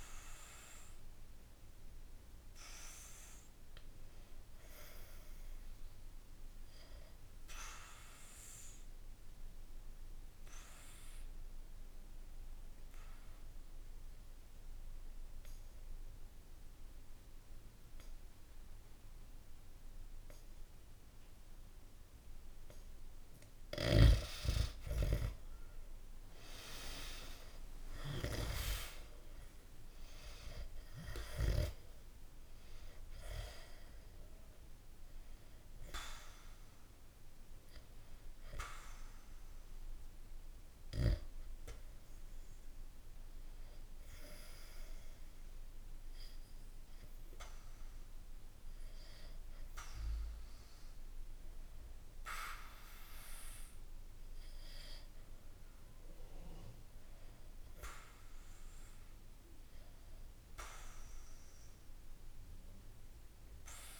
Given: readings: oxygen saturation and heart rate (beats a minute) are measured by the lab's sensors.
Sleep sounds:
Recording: breathing in sleep by a room microphone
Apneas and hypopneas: 2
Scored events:
0.00-11.00 s: oxygen desaturation (device-marked, oxygen 91% lowest, heart rate 60 extreme)
7.50-22.50 s: obstructive apnea (oxygen 97% before, 90% lowest, heart rate 64 before, 60 extreme, up 1 after)
23.50-31.50 s: snoring (device-marked)
24.00-28.00 s: arousal
29.00-56.00 s: oxygen desaturation (device-marked, oxygen 97% before, 90% lowest, heart rate 64 before, 61 extreme)
43.50-55.50 s: obstructive apnea (oxygen 97% before, 90% lowest, heart rate 64 before, 61 extreme)
From the record:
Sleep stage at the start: N2 (light sleep)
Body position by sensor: on the back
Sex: male

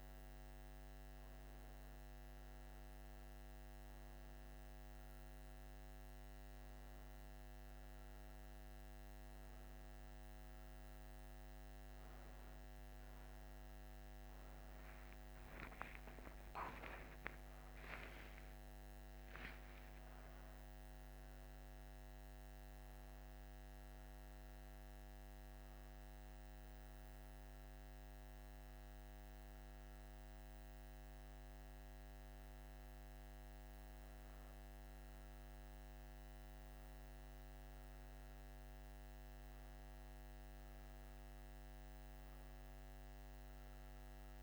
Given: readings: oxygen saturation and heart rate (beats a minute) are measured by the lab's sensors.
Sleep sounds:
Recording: a person awake in a sleep study, hard to hear, by a microphone on the trachea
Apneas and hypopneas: none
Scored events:
0.00-15.00 s: oxygen desaturation (device-marked, oxygen 96% lowest)
32.00-44.43 s: new sleep stage, N1 (lightest sleep)
From the record:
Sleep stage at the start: awake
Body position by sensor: on the left side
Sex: female

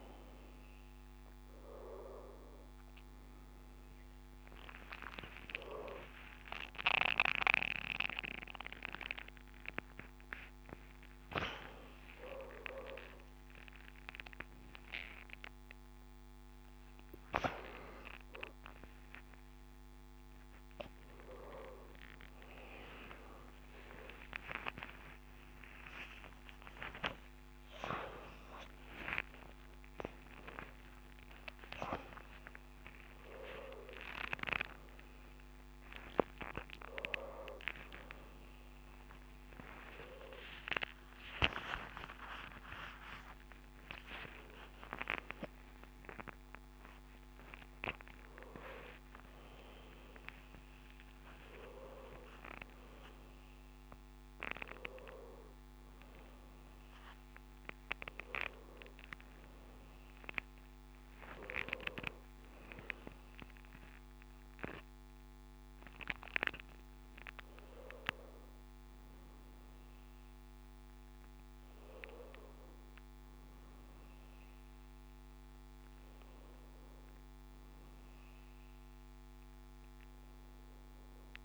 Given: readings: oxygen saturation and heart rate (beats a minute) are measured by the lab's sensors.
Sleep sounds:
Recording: a person awake in a sleep study, by a microphone on the trachea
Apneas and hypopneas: none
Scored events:
18.50-78.50 s: new sleep stage, awake
25.50-32.50 s: oxygen desaturation (device-marked, oxygen 98% before, 95% lowest, heart rate 161 before, 58 extreme)
51.50-54.50 s: bradycardia (device-marked, heart rate 77 before, 125 extreme)
78.50-81.45 s: new sleep stage, N1 (lightest sleep)
From the record:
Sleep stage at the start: N2 (light sleep)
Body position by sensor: on the back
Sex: male

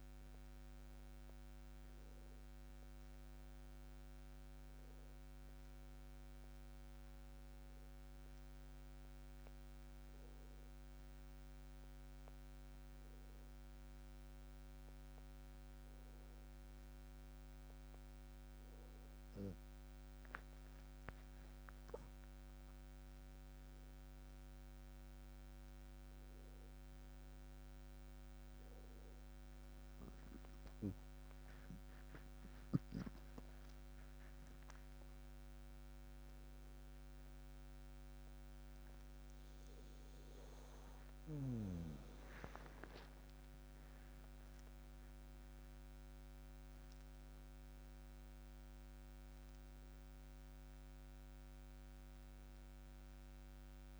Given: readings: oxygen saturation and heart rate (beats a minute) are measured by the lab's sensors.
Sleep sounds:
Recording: a person awake in a sleep study, by a microphone on the trachea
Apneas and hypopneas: none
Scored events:
none scored
From the record:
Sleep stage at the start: awake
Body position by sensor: on the back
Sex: male

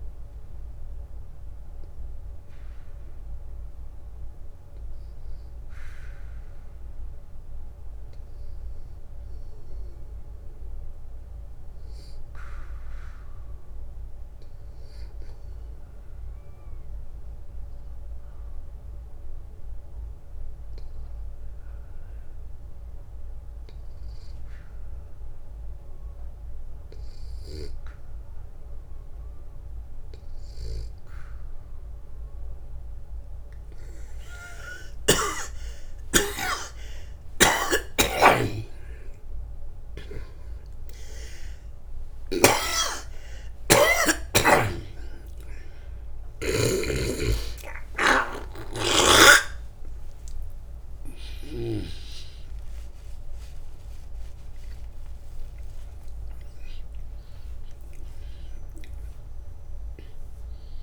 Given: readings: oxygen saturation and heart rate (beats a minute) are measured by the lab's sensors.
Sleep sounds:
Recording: a person partly awake in a sleep study, by a room microphone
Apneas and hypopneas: 1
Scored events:
17.00-30.50 s: hypopnea (oxygen 98% before, 93% lowest, heart rate 62 before, 63 extreme, up 46 after)
33.50-60.83 s: new sleep stage, awake
37.00-42.00 s: snoring (device-marked)
46.50-51.50 s: snoring (device-marked)
From the record:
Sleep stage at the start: N2 (light sleep)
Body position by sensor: on the back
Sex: male

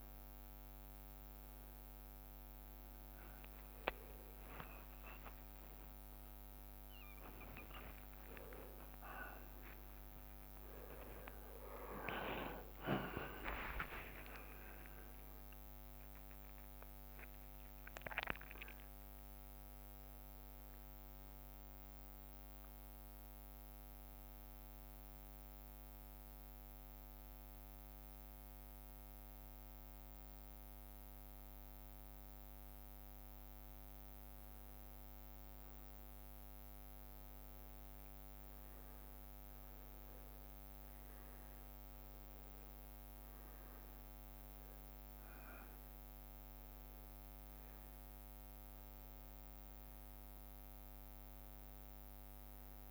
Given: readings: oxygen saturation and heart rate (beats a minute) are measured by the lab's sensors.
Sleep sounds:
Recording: breathing in sleep by a microphone on the trachea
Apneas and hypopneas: 1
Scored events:
4.50-10.50 s: arousal
5.50-7.50 s: long interval between heartbeats (device-marked, heart rate 58 before, 68 extreme)
7.50-23.50 s: drop in pulse transit time (device-marked, heart rate 59 before, 59 extreme)
8.00-10.00 s: long interval between heartbeats (device-marked, heart rate 59 before, 78 extreme)
9.50-16.50 s: tachycardia (device-marked, heart rate 58 before, 143 extreme)
11.50-13.50 s: long interval between heartbeats (device-marked, heart rate 64 before, 98 extreme)
15.00-17.00 s: long interval between heartbeats (device-marked, heart rate 73 before, 132 extreme)
23.50-35.00 s: central apnea (oxygen 94% before, 90% lowest, heart rate 93 before, 56 extreme, up 4 after)
38.00-42.00 s: arousal
47.50-52.91 s: oxygen desaturation (device-marked, oxygen 96% before, 90% lowest, heart rate 58 before, 56 extreme)
From the record:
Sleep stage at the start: N2 (light sleep)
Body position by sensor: on the back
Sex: male

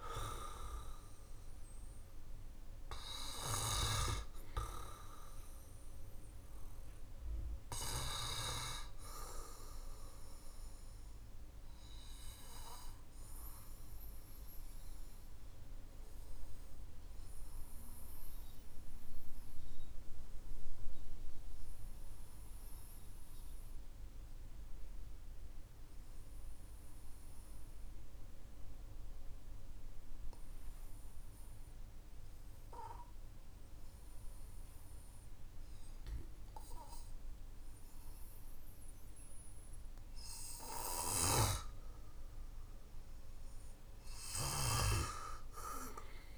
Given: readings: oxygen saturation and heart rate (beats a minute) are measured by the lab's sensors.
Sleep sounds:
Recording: breathing in sleep by a room microphone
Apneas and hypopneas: 1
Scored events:
0.00-27.50 s: oxygen desaturation (device-marked, oxygen 95% lowest, heart rate 46 extreme)
9.00-41.50 s: mixed apnea (oxygen 99% before, 95% lowest, heart rate 55 before, 45 extreme, up 5 after)
40.50-46.38 s: snoring (device-marked)
43.50-46.38 s: arousal
From the record:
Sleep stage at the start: N2 (light sleep)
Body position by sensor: on the back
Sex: male

